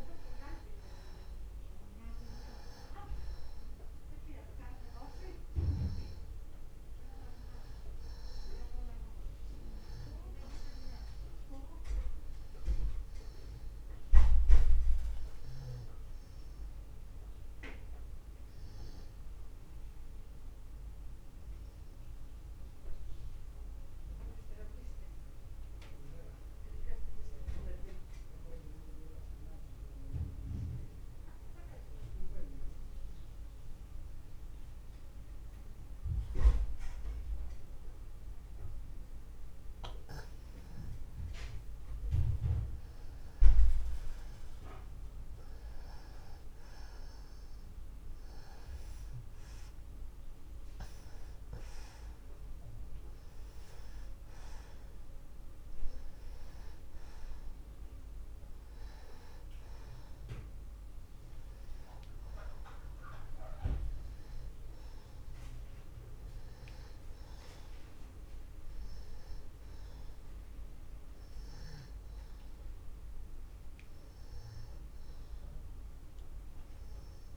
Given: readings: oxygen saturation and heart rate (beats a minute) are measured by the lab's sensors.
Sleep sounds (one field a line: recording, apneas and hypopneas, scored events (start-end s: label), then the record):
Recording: breathing in sleep by a room microphone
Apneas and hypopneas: 1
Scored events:
0.00-27.00 s: oxygen desaturation (device-marked, oxygen 87% lowest)
11.00-15.00 s: arousal
17.00-40.50 s: mixed apnea (oxygen 96% before, 87% lowest, heart rate 53 before, 60 extreme, up 30 after)
46.50-51.50 s: arousal
53.00-77.37 s: oxygen desaturation (device-marked, oxygen 97% before, 87% lowest, heart rate 70 before, 40 extreme)
From the record:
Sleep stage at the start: N2 (light sleep)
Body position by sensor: on the back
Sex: male